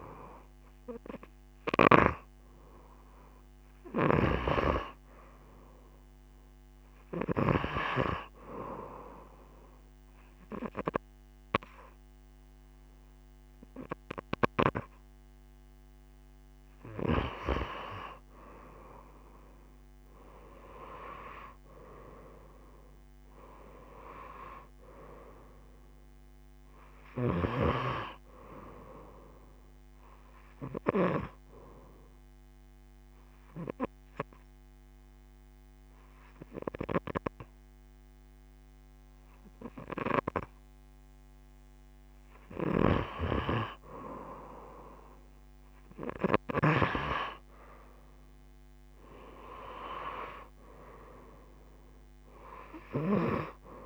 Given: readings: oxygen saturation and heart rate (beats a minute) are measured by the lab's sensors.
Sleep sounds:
breathing in sleep by a microphone on the trachea; 1
0.00-7.50 s: snoring (device-marked)
0.00-13.00 s: oxygen desaturation (device-marked, oxygen 91% lowest)
27.00-31.00 s: snoring (device-marked)
29.00-41.00 s: obstructive apnea (oxygen 93% before, 87% lowest, heart rate 48 before, 25 extreme, up 25 after)
43.00-46.00 s: arousal
52.00-53.86 s: oxygen desaturation (device-marked, oxygen 94% before, 90% lowest)
52.50-53.86 s: snoring (device-marked)
From the record:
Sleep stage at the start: N2 (light sleep); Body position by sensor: on the right side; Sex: female

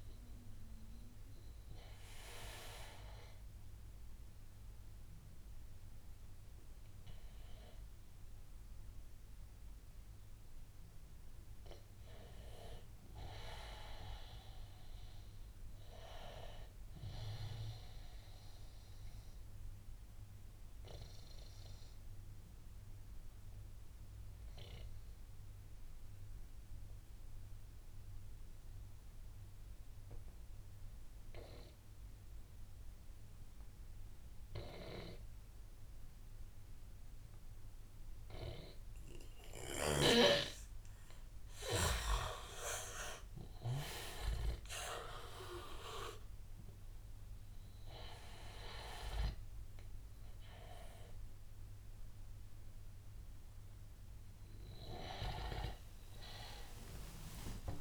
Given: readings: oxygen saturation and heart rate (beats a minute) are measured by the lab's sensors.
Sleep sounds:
breathing in sleep by a room microphone; 1
0.00-18.00 s: oxygen desaturation (device-marked, oxygen 83% lowest, heart rate 83 extreme)
19.00-41.00 s: obstructive apnea (oxygen 98% before, 84% lowest, heart rate 90 before, 83 extreme, up 3 after)
36.00-57.81 s: oxygen desaturation (device-marked, oxygen 98% before, 84% lowest, heart rate 86 before, 82 extreme)
42.50-46.00 s: arousal
56.00-57.81 s: arousal
From the record:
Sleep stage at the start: N2 (light sleep); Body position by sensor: on the back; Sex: male

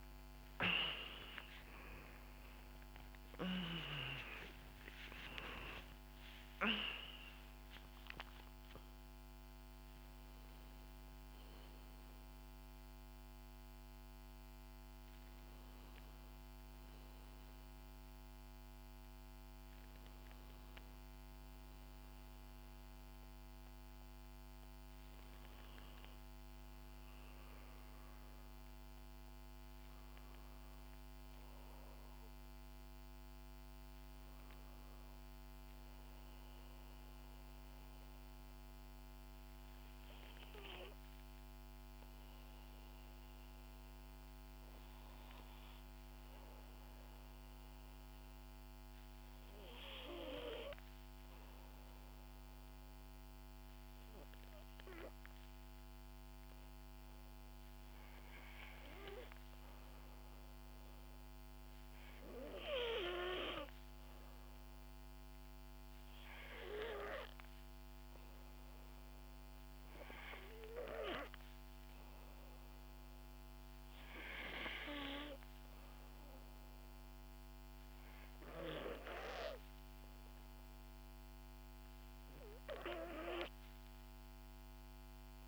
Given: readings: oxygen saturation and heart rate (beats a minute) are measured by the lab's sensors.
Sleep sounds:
breathing in sleep by a microphone on the trachea; none
0.00-2.50 s: arousal
0.00-21.50 s: oxygen desaturation (device-marked, oxygen 62% lowest, heart rate 62 extreme)
5.00-7.00 s: long interval between heartbeats (device-marked, heart rate 76 before, 94 extreme)
8.50-85.48 s: new sleep stage, N2 (light sleep)
16.00-18.00 s: long interval between heartbeats (device-marked, heart rate 85 before, 78 extreme)
From the record:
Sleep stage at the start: REM sleep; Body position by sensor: on the back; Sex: female

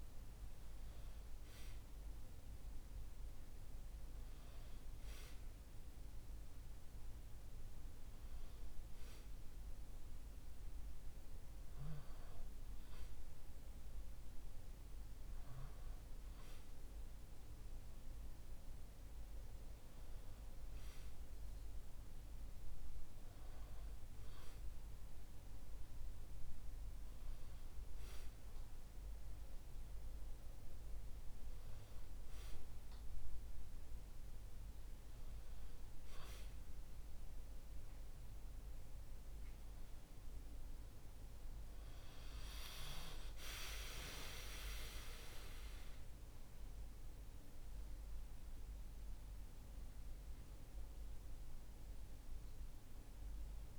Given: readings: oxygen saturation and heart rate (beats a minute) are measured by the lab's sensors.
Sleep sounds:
a person awake in a sleep study, by a room microphone; none
none scored
From the record:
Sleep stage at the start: awake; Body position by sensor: on the back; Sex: male

